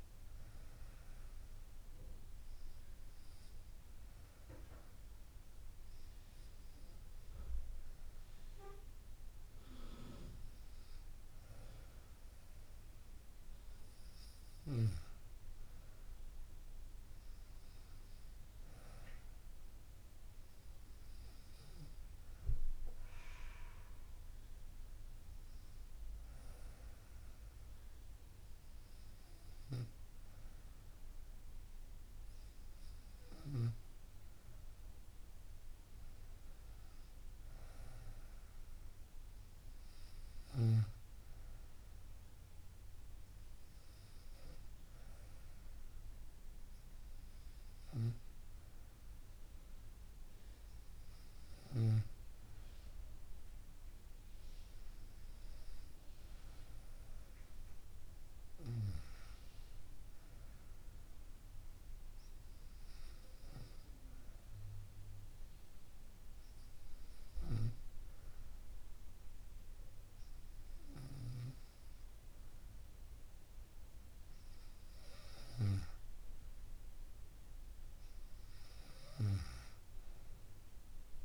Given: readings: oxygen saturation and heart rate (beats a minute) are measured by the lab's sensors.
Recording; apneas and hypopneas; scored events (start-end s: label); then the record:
breathing in sleep by a room microphone; 1
1.50-12.50 s: obstructive apnea (oxygen 99% before, 96% lowest, heart rate 71 before, 70 extreme, up 1 after)
16.50-20.50 s: arousal
From the record:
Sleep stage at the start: N2 (light sleep); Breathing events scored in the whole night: 565 in 7.1 hours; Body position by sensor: on the right side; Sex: female